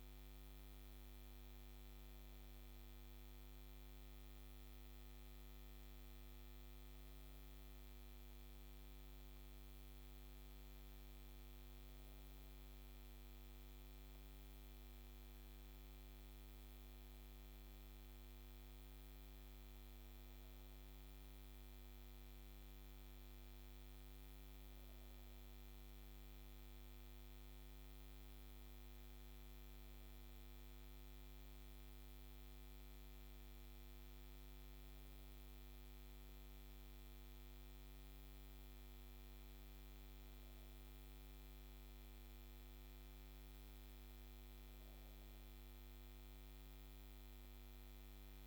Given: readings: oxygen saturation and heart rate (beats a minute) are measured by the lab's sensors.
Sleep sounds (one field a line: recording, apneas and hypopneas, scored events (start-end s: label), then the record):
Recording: breathing in sleep, hard to hear, by a microphone on the trachea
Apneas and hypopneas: none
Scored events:
none scored
From the record:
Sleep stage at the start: N2 (light sleep)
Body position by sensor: on the back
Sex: female